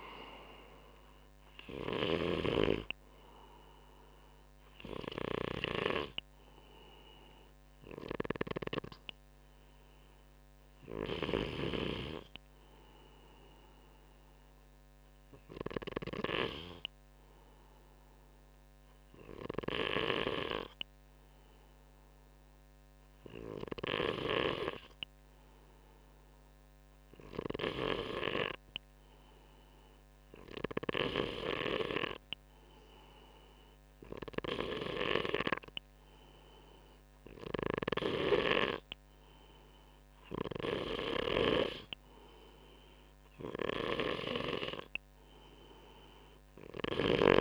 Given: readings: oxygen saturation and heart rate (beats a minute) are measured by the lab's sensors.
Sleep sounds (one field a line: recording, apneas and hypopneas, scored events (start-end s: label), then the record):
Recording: breathing in sleep by a microphone on the trachea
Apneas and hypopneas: 1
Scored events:
1.50-11.00 s: snoring (device-marked)
12.50-39.00 s: hypopnea (oxygen 96% before, 94% lowest, heart rate 67 before, 62 extreme, up 1 after)
37.00-47.41 s: snoring (device-marked)
41.50-44.50 s: arousal
From the record:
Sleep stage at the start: N2 (light sleep)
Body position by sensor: on the front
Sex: male